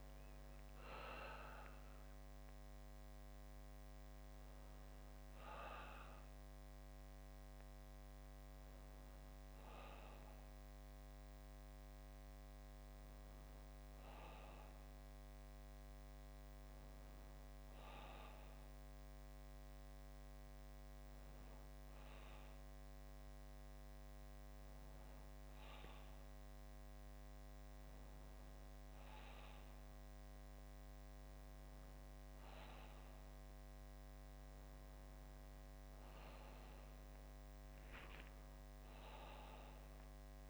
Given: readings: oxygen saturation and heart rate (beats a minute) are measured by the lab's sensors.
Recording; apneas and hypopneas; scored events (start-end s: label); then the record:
breathing in sleep, hard to hear, by a microphone on the trachea; 1
11.00-40.50 s: new sleep stage, REM sleep
19.50-31.00 s: hypopnea (oxygen 95% before, 93% lowest, heart rate 72 before, 61 extreme, up 0 after)
33.50-36.50 s: arousal
From the record:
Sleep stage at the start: N2 (light sleep); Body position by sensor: on the back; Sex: male